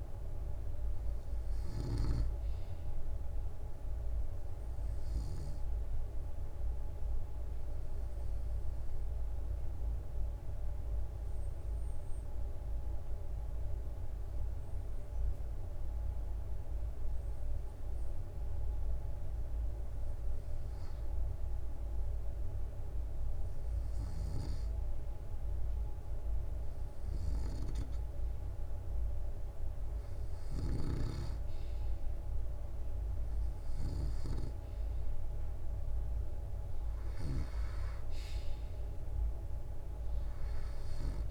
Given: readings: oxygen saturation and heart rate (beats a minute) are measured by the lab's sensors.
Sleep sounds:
breathing in sleep by a room microphone; 1
0.00-2.00 s: snoring (device-marked)
0.00-2.50 s: arousal
8.50-18.50 s: obstructive apnea (oxygen 97% before, 93% lowest, heart rate 65 before, 63 extreme, up 3 after)
26.50-30.00 s: arousal
30.00-37.00 s: snoring (device-marked)
From the record:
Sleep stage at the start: N2 (light sleep); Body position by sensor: on the right side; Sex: male

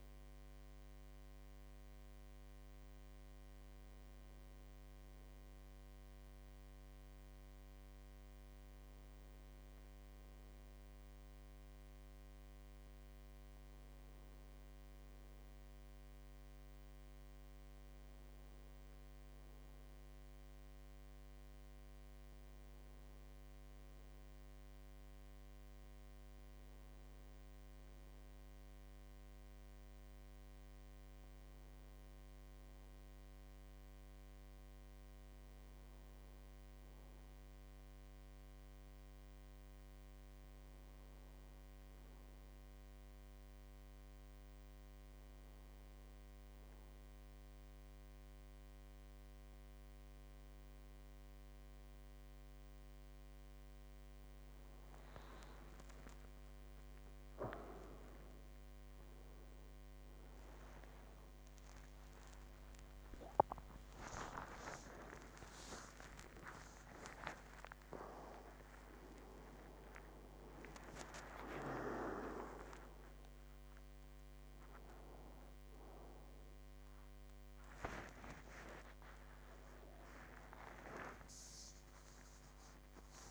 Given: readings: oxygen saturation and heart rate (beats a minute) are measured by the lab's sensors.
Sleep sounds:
a person partly awake in a sleep study, by a microphone on the trachea; 1
0.00-3.00 s: oxygen desaturation (device-marked, oxygen 92% lowest, heart rate 54 extreme)
32.50-36.00 s: arousal
38.50-54.00 s: hypopnea (oxygen 95% before, 93% lowest, heart rate 55 before, 54 extreme, up 7 after)
62.00-83.31 s: new sleep stage, awake
From the record:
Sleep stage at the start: N2 (light sleep); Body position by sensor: on the back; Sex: male

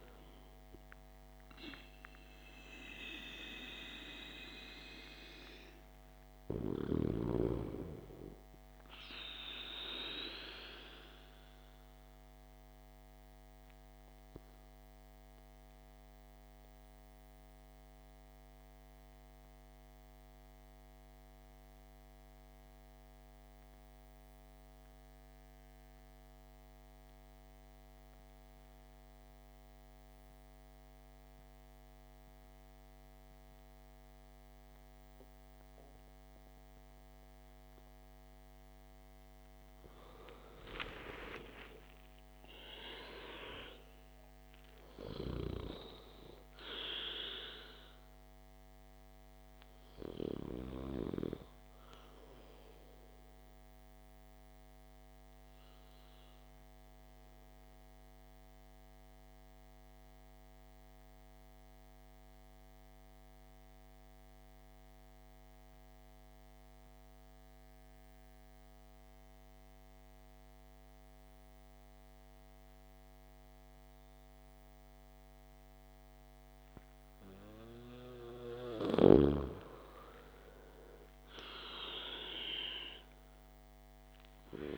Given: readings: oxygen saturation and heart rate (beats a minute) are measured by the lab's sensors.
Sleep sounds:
breathing in sleep by a microphone on the trachea; 2
0.00-2.00 s: arousal
0.00-34.00 s: oxygen desaturation (device-marked, oxygen 77% lowest, heart rate 52 extreme)
10.00-39.50 s: mixed apnea (oxygen 99% before, 77% lowest, heart rate 62 before, 52 extreme, up 6 after)
41.00-44.00 s: arousal
49.00-77.00 s: oxygen desaturation (device-marked, oxygen 97% before, 83% lowest, heart rate 57 before, 52 extreme)
55.00-79.50 s: mixed apnea (oxygen 99% before, 83% lowest, heart rate 58 before, 52 extreme, up 9 after)
82.00-84.50 s: arousal
From the record:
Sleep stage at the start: N2 (light sleep); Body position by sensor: on the back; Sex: male

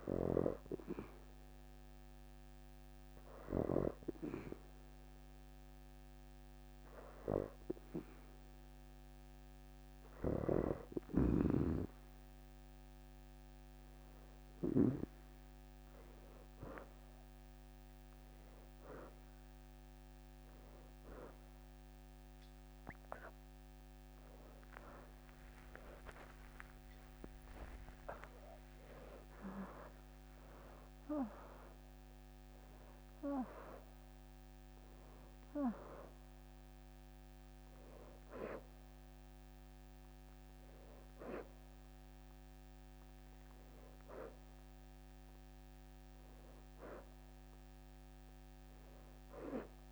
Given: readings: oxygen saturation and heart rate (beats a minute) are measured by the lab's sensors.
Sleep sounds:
a person awake in a sleep study, by a microphone on the trachea; none
11.00-41.00 s: new sleep stage, awake
41.00-49.92 s: new sleep stage, N1 (lightest sleep)
From the record:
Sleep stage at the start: N2 (light sleep); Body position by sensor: on the back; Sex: female

